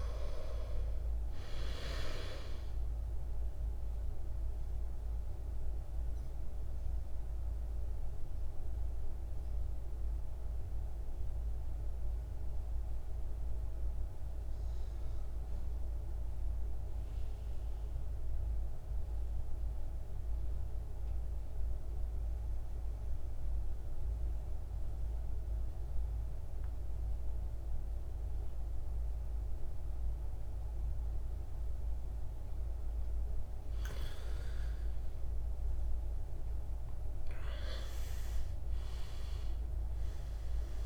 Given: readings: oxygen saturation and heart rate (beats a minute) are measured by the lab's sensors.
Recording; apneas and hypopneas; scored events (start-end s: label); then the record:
breathing in sleep by a room microphone; 1
0.00-22.00 s: oxygen desaturation (device-marked, oxygen 88% lowest, heart rate 50 extreme)
3.00-31.50 s: obstructive apnea (oxygen 99% before, 80% lowest, heart rate 55 before, 50 extreme, up 16 after)
31.00-40.86 s: oxygen desaturation (device-marked, oxygen 99% before, 82% lowest, heart rate 53 before, 51 extreme)
34.00-37.00 s: arousal
From the record:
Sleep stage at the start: N2 (light sleep); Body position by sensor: on the back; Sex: male